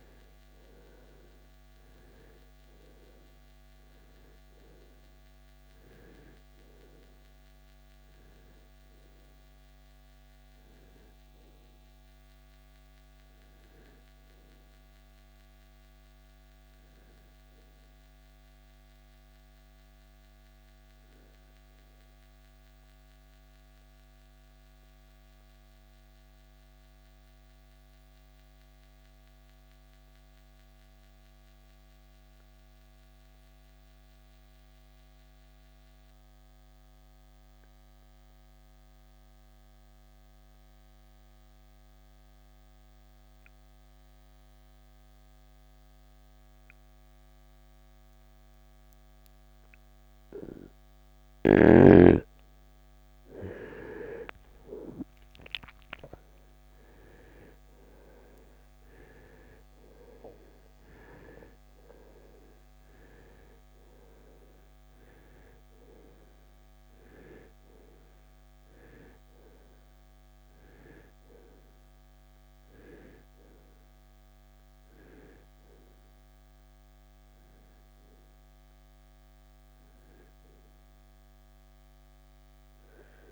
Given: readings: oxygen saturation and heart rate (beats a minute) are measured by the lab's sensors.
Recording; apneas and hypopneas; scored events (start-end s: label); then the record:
breathing in sleep by a microphone on the trachea; 1
0.00-33.00 s: oxygen desaturation (device-marked, oxygen 80% lowest, heart rate 50 extreme)
19.00-51.00 s: obstructive apnea (oxygen 94% before, 79% lowest, heart rate 74 before, 50 extreme, up 20 after)
52.50-57.50 s: arousal
55.00-83.31 s: oxygen desaturation (device-marked, oxygen 96% before, 79% lowest, heart rate 62 before, 53 extreme)
From the record:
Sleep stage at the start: REM sleep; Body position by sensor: on the right side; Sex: male